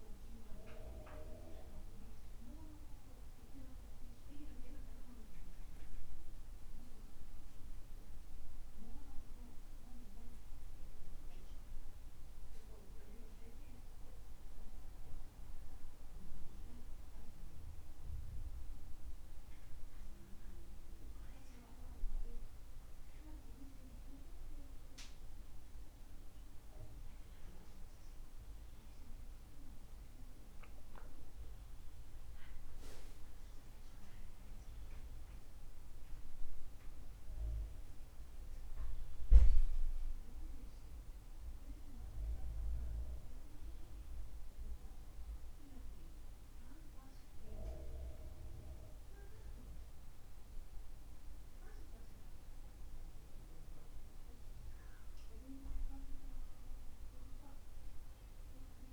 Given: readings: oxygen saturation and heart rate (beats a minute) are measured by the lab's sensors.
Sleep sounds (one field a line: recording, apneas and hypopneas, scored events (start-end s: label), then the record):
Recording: breathing in sleep by a room microphone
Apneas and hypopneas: none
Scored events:
none scored
From the record:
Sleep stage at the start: N2 (light sleep)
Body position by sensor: on the back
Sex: male